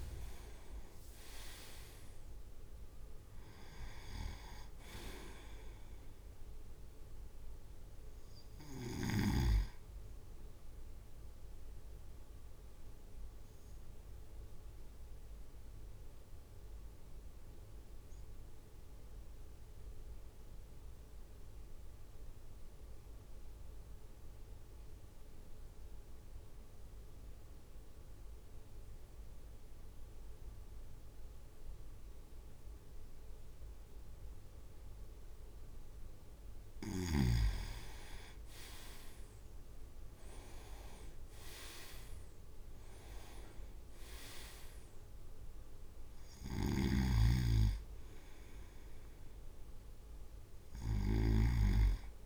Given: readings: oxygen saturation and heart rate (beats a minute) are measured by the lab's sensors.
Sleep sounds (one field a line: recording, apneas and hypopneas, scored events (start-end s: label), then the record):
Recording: breathing in sleep by a room microphone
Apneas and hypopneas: 1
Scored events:
0.00-2.00 s: arousal
0.00-12.00 s: drop in pulse transit time (device-marked, heart rate 52 extreme)
13.00-37.00 s: obstructive apnea (oxygen 99% before, 95% lowest, heart rate 56 before, 51 extreme, up 6 after)
39.50-44.50 s: arousal
40.00-52.00 s: drop in pulse transit time (device-marked, heart rate 53 before, 52 extreme)
46.50-51.50 s: snoring (device-marked)
From the record:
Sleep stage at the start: N2 (light sleep)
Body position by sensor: on the right side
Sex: male